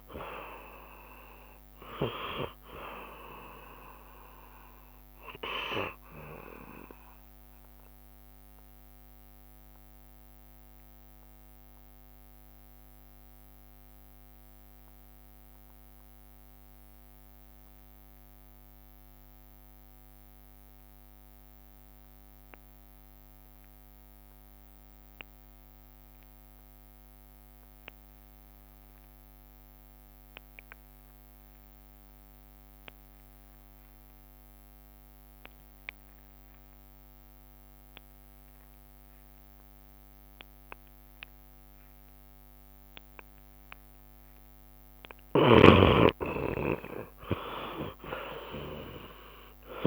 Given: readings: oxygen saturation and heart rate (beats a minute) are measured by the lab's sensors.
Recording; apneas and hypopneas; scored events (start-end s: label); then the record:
breathing in sleep by a microphone on the trachea; 1
0.00-2.00 s: long interval between heartbeats (device-marked, heart rate 91 before, 108 extreme)
6.50-43.50 s: obstructive apnea (oxygen 68% before, 61% lowest, heart rate 96 before, 69 extreme, up 11 after)
9.50-20.50 s: oxygen desaturation (device-marked, oxygen 67% before, 61% lowest, heart rate 95 before, 69 extreme)
22.50-49.86 s: oxygen desaturation (device-marked, oxygen 92% before, 65% lowest, heart rate 74 before, 69 extreme)
28.50-30.50 s: long interval between heartbeats (device-marked, heart rate 70 before, 87 extreme)
37.00-39.00 s: long interval between heartbeats (device-marked, heart rate 75 before, 81 extreme)
41.50-43.50 s: long interval between heartbeats (device-marked, heart rate 78 before, 87 extreme)
46.00-49.86 s: arousal
From the record:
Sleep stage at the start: N2 (light sleep); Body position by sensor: on the back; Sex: male